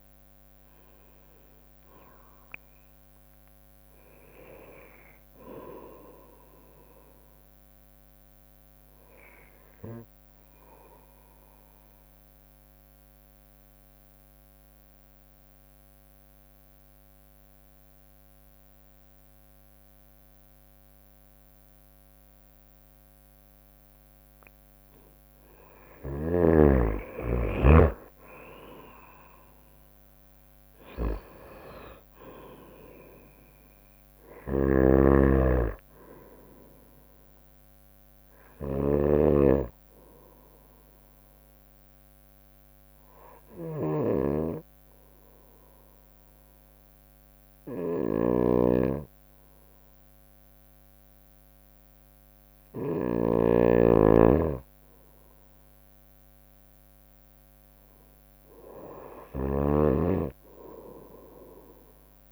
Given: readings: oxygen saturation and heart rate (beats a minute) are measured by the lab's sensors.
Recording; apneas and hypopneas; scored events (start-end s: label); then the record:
breathing in sleep by a microphone on the trachea; 2
0.00-1.00 s: tachycardia (device-marked, heart rate 101 extreme)
0.00-2.00 s: long interval between heartbeats (device-marked, heart rate 65 before, 101 extreme)
10.00-24.50 s: obstructive apnea (oxygen 97% before, 93% lowest, heart rate 78 before, 55 extreme, up 16 after)
14.00-22.00 s: bradycardia (device-marked, heart rate 64 before, 59 extreme)
27.50-29.50 s: long interval between heartbeats (device-marked, heart rate 60 before, 70 extreme)
28.00-42.00 s: drop in pulse transit time (device-marked, heart rate 61 before, 56 extreme)
29.00-33.00 s: arousal
34.00-53.00 s: snoring (device-marked)
35.00-45.00 s: bradycardia (device-marked, heart rate 64 before, 55 extreme)
42.00-57.00 s: obstructive apnea (oxygen 97% before, 93% lowest, heart rate 65 before, 58 extreme, up 2 after)
54.00-56.00 s: bradycardia (device-marked, heart rate 64 before, 60 extreme)
59.00-62.32 s: snoring (device-marked)
From the record:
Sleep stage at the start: N2 (light sleep); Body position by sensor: on the right side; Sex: female